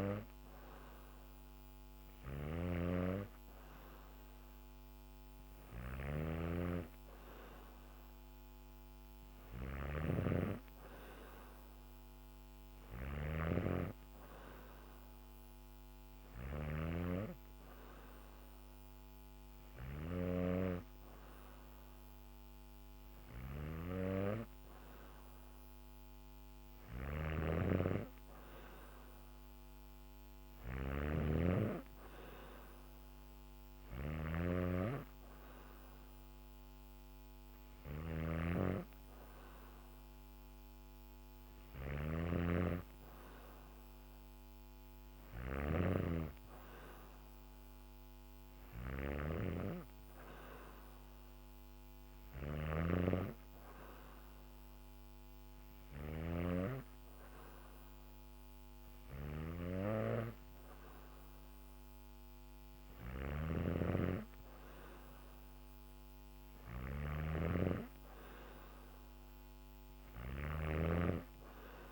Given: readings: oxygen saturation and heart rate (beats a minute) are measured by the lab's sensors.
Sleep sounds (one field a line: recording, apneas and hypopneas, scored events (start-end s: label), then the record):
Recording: breathing in sleep by a microphone on the trachea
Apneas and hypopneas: none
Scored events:
0.00-19.50 s: snoring (device-marked)
26.00-55.50 s: snoring (device-marked)
62.50-71.92 s: snoring (device-marked)
From the record:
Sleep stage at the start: N2 (light sleep)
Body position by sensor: on the back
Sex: female